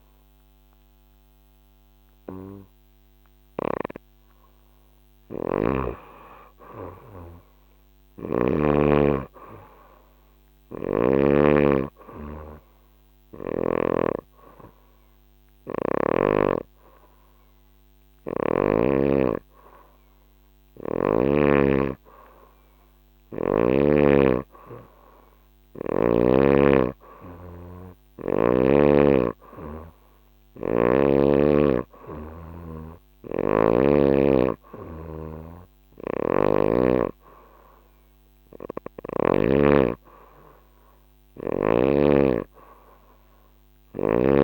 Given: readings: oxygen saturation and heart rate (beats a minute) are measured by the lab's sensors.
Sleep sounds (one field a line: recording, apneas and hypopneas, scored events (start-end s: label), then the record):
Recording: breathing in sleep by a microphone on the trachea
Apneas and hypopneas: 1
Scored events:
3.00-11.00 s: snoring (device-marked)
11.50-22.00 s: hypopnea (oxygen 97% before, 92% lowest, heart rate 126 before, 90 extreme, up 12 after)
11.50-22.50 s: oxygen desaturation (device-marked, oxygen 97% before, 92% lowest, heart rate 126 before, 90 extreme)
13.50-44.44 s: new sleep stage, N2 (light sleep)
24.50-28.50 s: arousal
24.50-35.50 s: oxygen desaturation (device-marked, oxygen 95% before, 92% lowest, heart rate 136 before, 89 extreme)
35.50-39.00 s: snoring (device-marked)
From the record:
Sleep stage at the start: N3 (deep sleep)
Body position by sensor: on the back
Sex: female